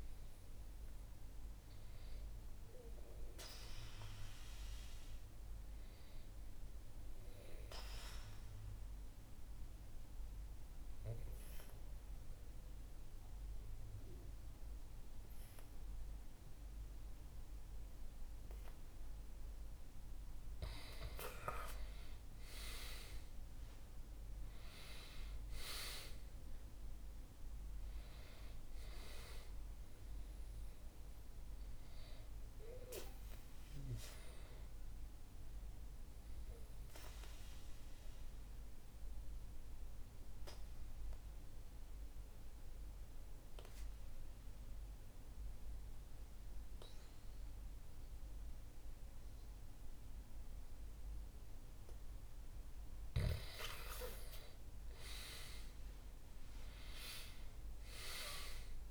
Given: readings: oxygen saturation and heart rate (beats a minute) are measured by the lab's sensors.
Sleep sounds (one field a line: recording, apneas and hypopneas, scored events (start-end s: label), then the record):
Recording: breathing in sleep by a room microphone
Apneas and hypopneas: 2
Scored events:
6.50-19.50 s: obstructive apnea (oxygen 96% before, 93% lowest, heart rate 68 before, 65 extreme, up 5 after)
20.50-25.00 s: arousal
36.50-50.50 s: obstructive apnea (oxygen 97% before, 92% lowest, heart rate 68 before, 61 extreme, up 4 after)
52.00-55.50 s: arousal
From the record:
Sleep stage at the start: N2 (light sleep)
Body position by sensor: on the back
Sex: male